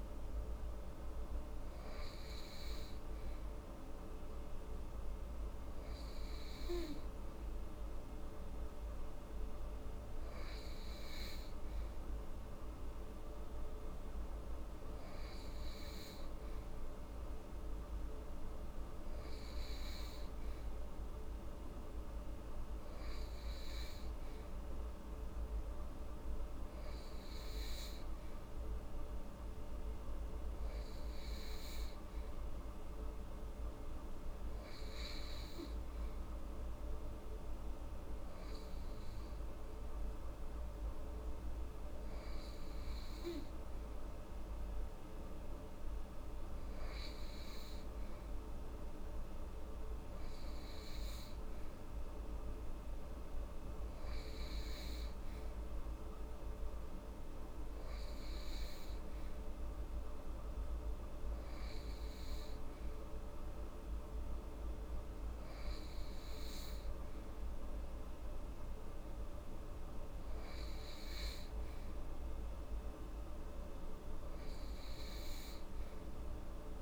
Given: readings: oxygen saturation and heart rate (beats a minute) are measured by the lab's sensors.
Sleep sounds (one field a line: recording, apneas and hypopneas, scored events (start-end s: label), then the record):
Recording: breathing in sleep, hard to hear, by a room microphone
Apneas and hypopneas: none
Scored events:
none scored
From the record:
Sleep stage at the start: N3 (deep sleep)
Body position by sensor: upright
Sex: female